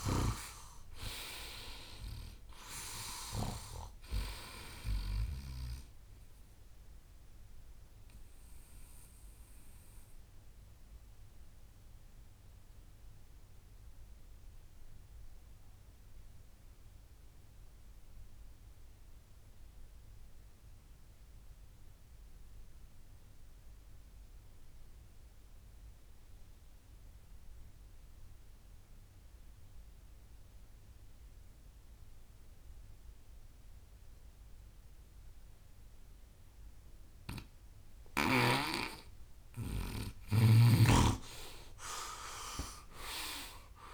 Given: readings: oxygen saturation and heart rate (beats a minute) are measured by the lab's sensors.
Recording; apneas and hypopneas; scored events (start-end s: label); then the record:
breathing in sleep by a room microphone; 1
4.00-25.00 s: oxygen desaturation (device-marked, oxygen 97% before, 93% lowest, heart rate 66 before, 59 extreme)
8.00-38.00 s: obstructive apnea (oxygen 98% before, 89% lowest, heart rate 68 before, 59 extreme, up 18 after)
38.00-43.94 s: oxygen desaturation (device-marked, oxygen 98% before, 89% lowest, heart rate 62 before, 57 extreme)
41.50-43.94 s: arousal
From the record:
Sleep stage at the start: N2 (light sleep); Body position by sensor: on the right side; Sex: male